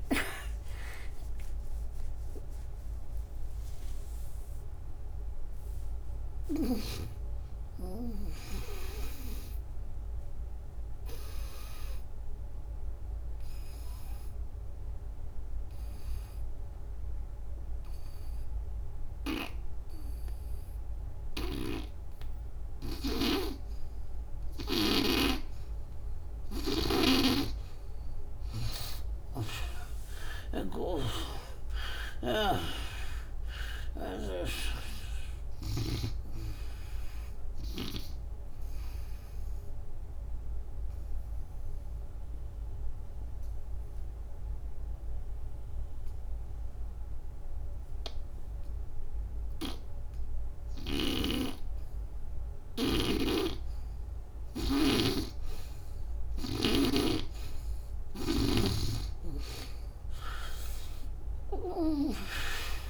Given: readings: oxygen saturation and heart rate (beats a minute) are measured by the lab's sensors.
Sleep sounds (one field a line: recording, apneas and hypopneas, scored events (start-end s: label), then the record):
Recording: breathing in sleep by a room microphone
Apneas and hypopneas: 2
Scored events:
0.00-1.50 s: arousal
2.50-16.50 s: oxygen desaturation (device-marked, oxygen 97% before, 75% lowest, heart rate 72 before, 63 extreme)
12.50-25.50 s: obstructive apnea (oxygen 97% before, 76% lowest, heart rate 88 before, 63 extreme, up 23 after)
24.50-35.50 s: snoring (device-marked)
28.00-32.50 s: arousal
33.50-46.50 s: oxygen desaturation (device-marked, oxygen 95% before, 80% lowest, heart rate 71 before, 63 extreme)
40.00-54.00 s: obstructive apnea (oxygen 97% before, 75% lowest, heart rate 77 before, 63 extreme, up 16 after)
50.50-62.90 s: snoring (device-marked)
57.50-62.90 s: oxygen desaturation (device-marked, oxygen 97% before, 81% lowest, heart rate 74 before, 64 extreme)
58.00-62.50 s: arousal
From the record:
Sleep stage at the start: N2 (light sleep)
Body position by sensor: on the back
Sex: female